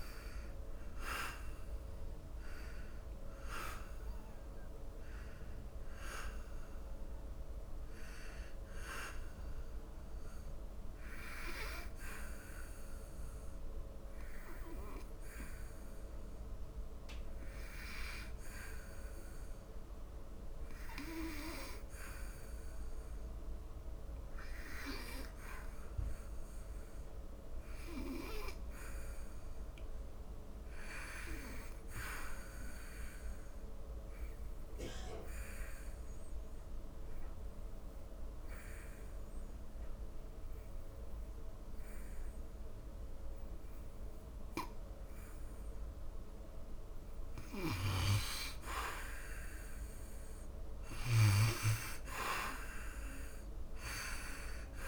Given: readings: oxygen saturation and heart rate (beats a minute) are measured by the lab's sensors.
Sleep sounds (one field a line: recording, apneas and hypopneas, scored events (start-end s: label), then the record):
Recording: breathing in sleep by a room microphone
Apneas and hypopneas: 2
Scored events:
1.50-27.50 s: oxygen desaturation (device-marked, oxygen 94% before, 83% lowest, heart rate 73 before, 66 extreme)
10.50-25.00 s: hypopnea (oxygen 94% before, 83% lowest, heart rate 77 before, 66 extreme)
29.00-31.50 s: arousal
34.00-46.00 s: obstructive apnea (oxygen 98% before, 83% lowest, heart rate 79 before, 66 extreme, up 8 after)
42.50-54.88 s: oxygen desaturation (device-marked, oxygen 97% before, 83% lowest, heart rate 75 before, 57 extreme)
51.00-54.88 s: arousal
From the record:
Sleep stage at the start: N2 (light sleep)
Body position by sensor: on the back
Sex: male